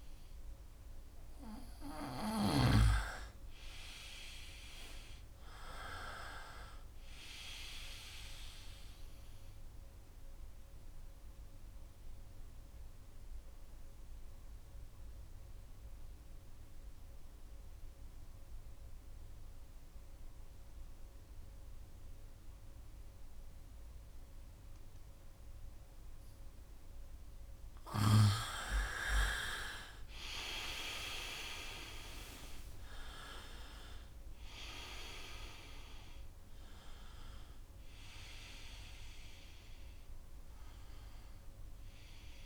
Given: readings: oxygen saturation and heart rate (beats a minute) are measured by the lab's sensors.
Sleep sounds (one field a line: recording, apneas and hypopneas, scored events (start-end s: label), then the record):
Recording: breathing in sleep by a room microphone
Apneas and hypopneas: 1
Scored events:
0.00-2.50 s: arousal
9.00-26.00 s: obstructive apnea (oxygen 97% before, 89% lowest, heart rate 68 before, 62 extreme, up 5 after)
28.00-31.50 s: arousal
32.50-42.46 s: oxygen desaturation (device-marked, oxygen 97% before, 90% lowest, heart rate 67 before, 62 extreme)
From the record:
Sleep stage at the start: N2 (light sleep)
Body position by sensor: on the right side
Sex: male